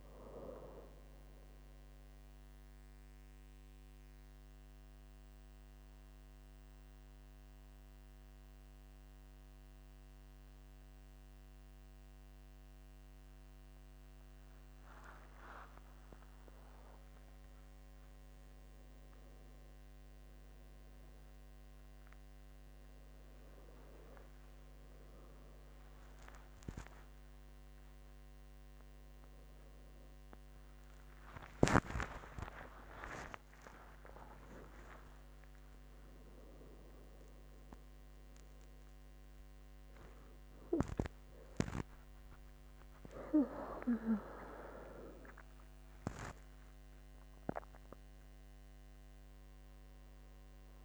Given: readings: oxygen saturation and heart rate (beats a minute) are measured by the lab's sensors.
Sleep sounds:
a person awake in a sleep study, by a microphone on the trachea; 1
0.00-15.50 s: oxygen desaturation (device-marked, oxygen 93% lowest, heart rate 68 extreme)
2.00-14.50 s: central apnea (oxygen 100% before, 93% lowest, heart rate 74 before, 69 extreme, up 20 after)
14.50-50.85 s: new sleep stage, awake
From the record:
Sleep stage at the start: N2 (light sleep); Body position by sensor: on the back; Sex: female

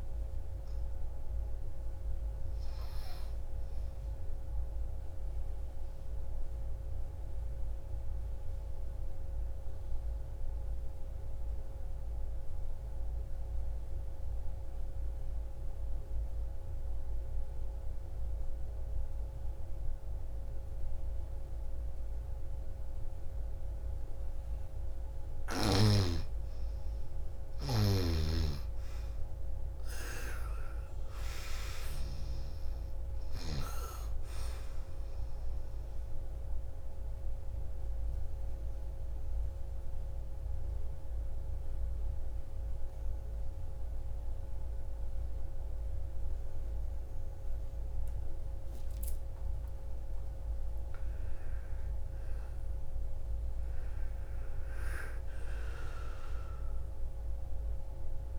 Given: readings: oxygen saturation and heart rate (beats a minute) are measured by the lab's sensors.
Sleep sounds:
breathing in sleep by a room microphone; 2
0.00-12.50 s: oxygen desaturation (device-marked, oxygen 81% lowest, heart rate 49 extreme)
5.50-23.50 s: obstructive apnea (oxygen 98% before, 84% lowest, heart rate 65 before, 49 extreme, up 4 after)
26.00-29.50 s: arousal
27.50-33.50 s: snoring (device-marked)
27.50-47.50 s: oxygen desaturation (device-marked, oxygen 98% before, 84% lowest, heart rate 59 before, 54 extreme)
37.00-50.00 s: obstructive apnea (oxygen 99% before, 84% lowest, heart rate 57 before, 55 extreme, up 24 after)
52.00-54.50 s: arousal
From the record:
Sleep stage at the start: N2 (light sleep); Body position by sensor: on the right side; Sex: female

